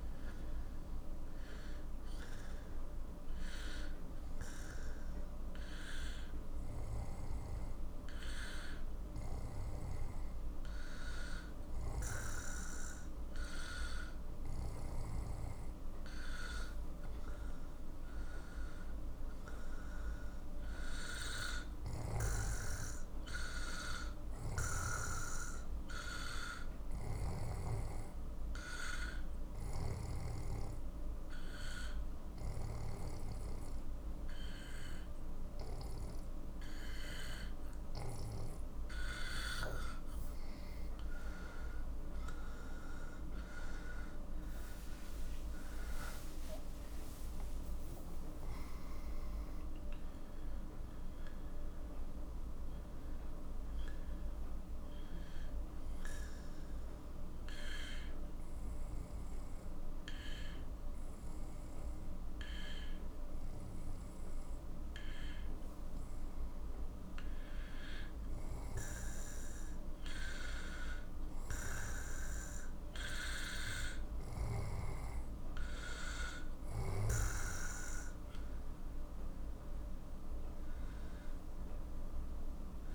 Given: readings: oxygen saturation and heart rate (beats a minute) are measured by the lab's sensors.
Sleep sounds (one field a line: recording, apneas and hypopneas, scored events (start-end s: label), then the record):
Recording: breathing in sleep by a room microphone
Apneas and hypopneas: 3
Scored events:
6.50-17.50 s: hypopnea (oxygen 98% before, 91% lowest, heart rate 86 before, 52 extreme, up 10 after)
18.50-21.50 s: arousal
24.50-39.50 s: obstructive apnea (oxygen 96% before, 91% lowest, heart rate 57 before, 49 extreme, up 27 after)
42.50-47.50 s: arousal
45.50-64.50 s: oxygen desaturation (device-marked, oxygen 94% before, 91% lowest, heart rate 58 before, 48 extreme)
57.50-68.00 s: obstructive apnea (oxygen 94% before, 90% lowest, heart rate 69 before, 46 extreme, up 9 after)
70.50-74.00 s: arousal
75.50-82.95 s: oxygen desaturation (device-marked, oxygen 97% before, 94% lowest, heart rate 55 before, 46 extreme)
From the record:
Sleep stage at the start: N2 (light sleep)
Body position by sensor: on the back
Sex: male